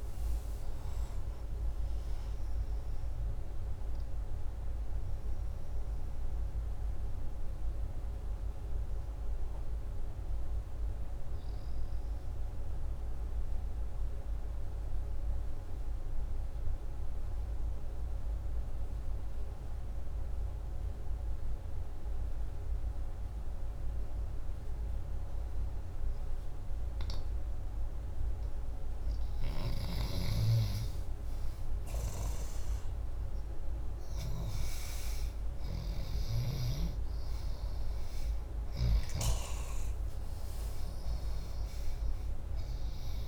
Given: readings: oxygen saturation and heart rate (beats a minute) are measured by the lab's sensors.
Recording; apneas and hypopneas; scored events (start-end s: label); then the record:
breathing in sleep, hard to hear, by a room microphone; 1
0.00-4.50 s: oxygen desaturation (device-marked, oxygen 88% lowest, heart rate 137 extreme)
4.50-28.00 s: obstructive apnea (oxygen 92% before, 90% lowest, heart rate 145 before, 128 extreme, up 42 after)
29.50-33.50 s: arousal
From the record:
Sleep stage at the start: N2 (light sleep); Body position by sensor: upright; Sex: male